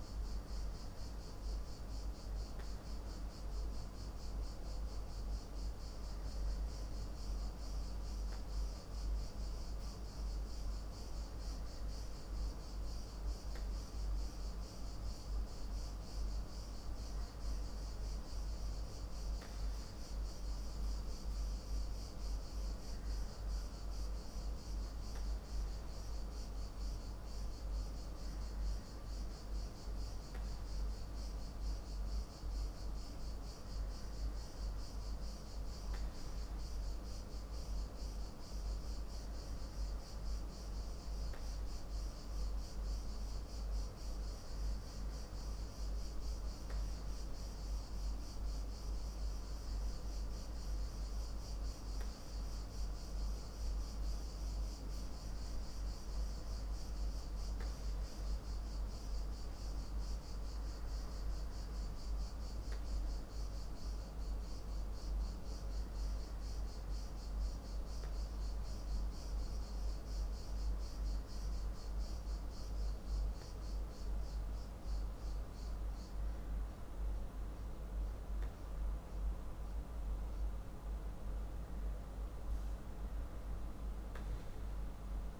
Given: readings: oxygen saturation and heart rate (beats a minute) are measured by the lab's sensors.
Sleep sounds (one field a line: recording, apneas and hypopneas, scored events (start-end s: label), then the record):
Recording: breathing in sleep, hard to hear, by a room microphone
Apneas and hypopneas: none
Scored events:
none scored
From the record:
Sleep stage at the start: N2 (light sleep)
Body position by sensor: on the back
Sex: male